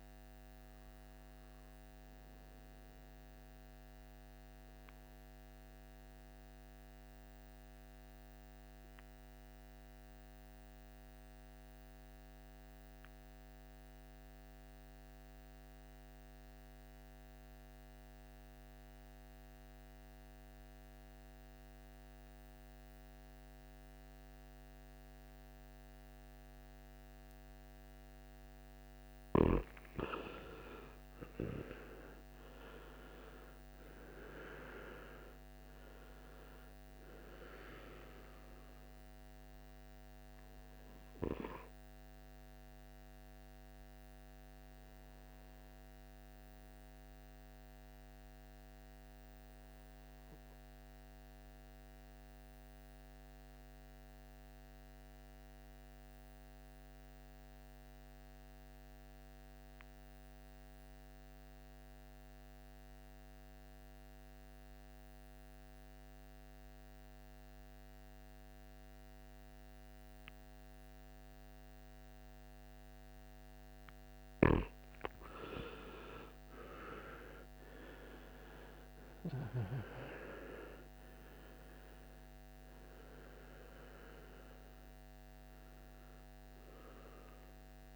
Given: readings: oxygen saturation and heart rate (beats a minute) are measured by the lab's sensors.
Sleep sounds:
breathing in sleep by a microphone on the trachea; 2
0.00-11.00 s: oxygen desaturation (device-marked, oxygen 91% lowest, heart rate 56 extreme)
6.00-28.00 s: mixed apnea (oxygen 99% before, 89% lowest, heart rate 67 before, 54 extreme, up 15 after)
27.00-55.00 s: oxygen desaturation (device-marked, oxygen 98% before, 89% lowest, heart rate 59 before, 54 extreme)
30.00-34.50 s: arousal
51.00-74.00 s: obstructive apnea (oxygen 97% before, 87% lowest, heart rate 63 before, 56 extreme, up 11 after)
70.00-87.96 s: oxygen desaturation (device-marked, oxygen 98% before, 87% lowest, heart rate 59 before, 54 extreme)
75.00-80.00 s: arousal
From the record:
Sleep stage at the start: N2 (light sleep); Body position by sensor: on the right side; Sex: male

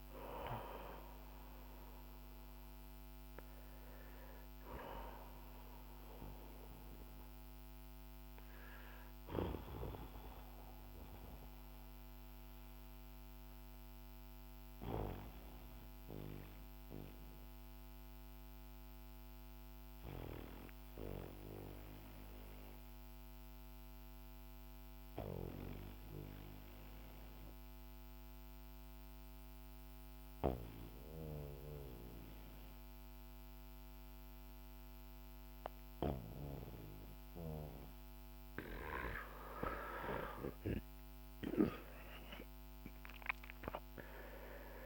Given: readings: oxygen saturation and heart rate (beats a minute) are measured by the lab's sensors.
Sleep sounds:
breathing in sleep by a microphone on the trachea; 1
0.00-26.00 s: oxygen desaturation (device-marked, oxygen 89% lowest, heart rate 38 extreme)
6.00-39.50 s: obstructive apnea (oxygen 97% before, 89% lowest, heart rate 59 before, 38 extreme, up 10 after)
40.50-44.86 s: arousal
41.00-44.86 s: oxygen desaturation (device-marked, oxygen 98% before, 89% lowest, heart rate 51 before, 41 extreme)
From the record:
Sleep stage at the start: N2 (light sleep); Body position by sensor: on the back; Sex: male

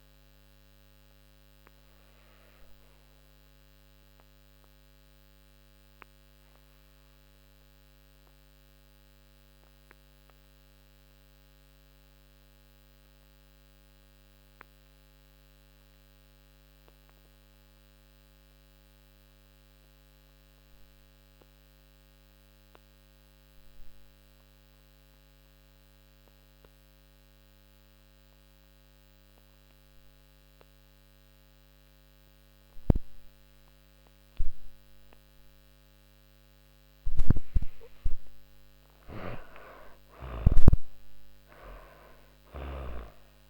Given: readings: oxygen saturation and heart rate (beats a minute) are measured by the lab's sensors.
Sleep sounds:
breathing in sleep by a microphone on the trachea; 1
0.00-11.50 s: oxygen desaturation (device-marked, oxygen 81% lowest)
2.00-36.00 s: obstructive apnea (oxygen 95% before, 81% lowest)
29.50-43.50 s: oxygen desaturation (device-marked, oxygen 99% before, 82% lowest)
37.00-42.00 s: arousal
37.50-41.50 s: snoring (device-marked)
From the record:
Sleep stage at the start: N2 (light sleep); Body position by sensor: on the back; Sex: female

